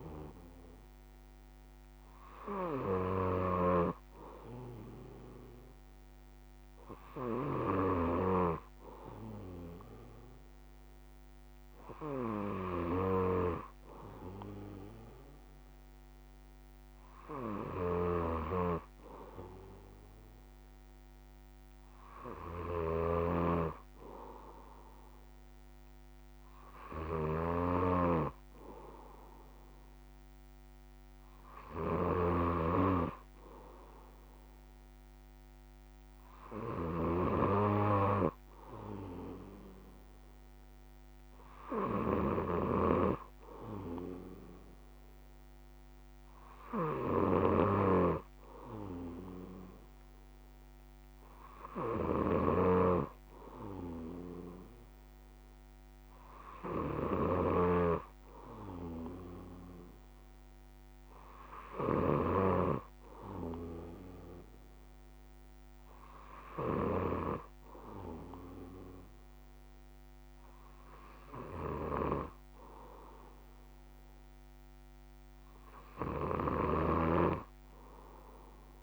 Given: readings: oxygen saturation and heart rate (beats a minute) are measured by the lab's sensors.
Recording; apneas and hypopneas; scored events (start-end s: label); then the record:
breathing in sleep by a microphone on the trachea; none
none scored
From the record:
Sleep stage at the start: N1 (lightest sleep); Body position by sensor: on the back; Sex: male